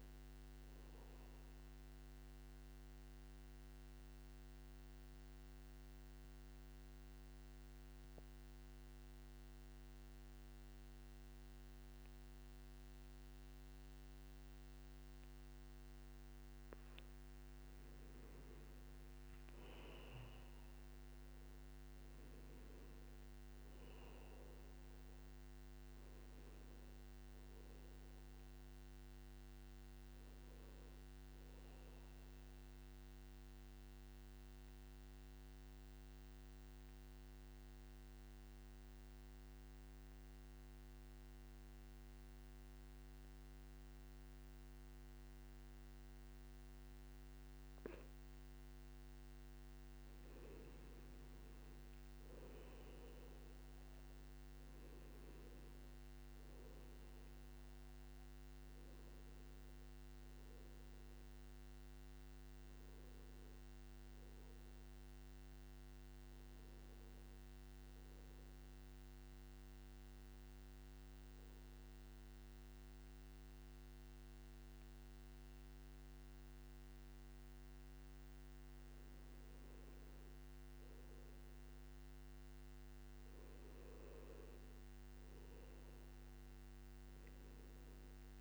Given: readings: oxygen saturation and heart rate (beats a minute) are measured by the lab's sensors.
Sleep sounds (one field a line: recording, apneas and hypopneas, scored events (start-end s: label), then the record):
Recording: breathing in sleep, hard to hear, by a microphone on the trachea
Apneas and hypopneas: 3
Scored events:
0.00-5.00 s: oxygen desaturation (device-marked, oxygen 91% lowest, heart rate 54 extreme)
2.00-17.00 s: central apnea (oxygen 98% before, 91% lowest, heart rate 68 before, 54 extreme, up 16 after)
20.50-24.00 s: arousal
24.00-40.00 s: oxygen desaturation (device-marked, oxygen 98% before, 93% lowest, heart rate 59 before, 55 extreme)
34.00-50.00 s: central apnea (oxygen 99% before, 92% lowest, heart rate 62 before, 55 extreme, up 9 after)
51.00-55.00 s: arousal
54.00-65.00 s: oxygen desaturation (device-marked, oxygen 98% before, 92% lowest, heart rate 58 before, 54 extreme)
67.00-75.00 s: oxygen desaturation (device-marked, oxygen 97% before, 92% lowest, heart rate 60 before, 54 extreme)
69.50-80.50 s: central apnea (oxygen 98% before, 91% lowest, heart rate 60 before, 54 extreme, up 11 after)
83.50-87.50 s: arousal
From the record:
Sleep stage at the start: N2 (light sleep)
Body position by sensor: on the back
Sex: male